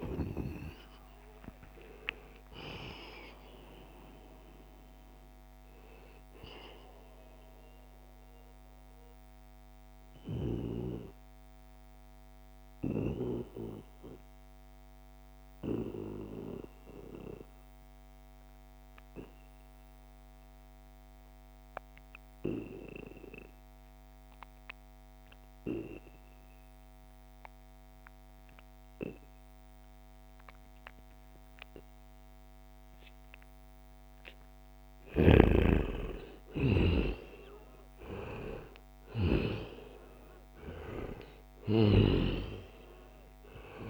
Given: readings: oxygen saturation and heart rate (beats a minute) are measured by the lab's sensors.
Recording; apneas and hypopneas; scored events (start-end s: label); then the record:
breathing in sleep by a microphone on the trachea; 1
0.00-8.00 s: oxygen desaturation (device-marked, oxygen 91% lowest, heart rate 68 extreme)
7.50-34.50 s: obstructive apnea (oxygen 97% before, 89% lowest, heart rate 80 before, 68 extreme, up 9 after)
29.00-43.90 s: oxygen desaturation (device-marked, oxygen 97% before, 89% lowest, heart rate 76 before, 64 extreme)
34.50-39.00 s: snoring (device-marked)
36.00-41.00 s: arousal
41.00-43.90 s: snoring (device-marked)
From the record:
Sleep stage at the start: N2 (light sleep); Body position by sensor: on the right side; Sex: male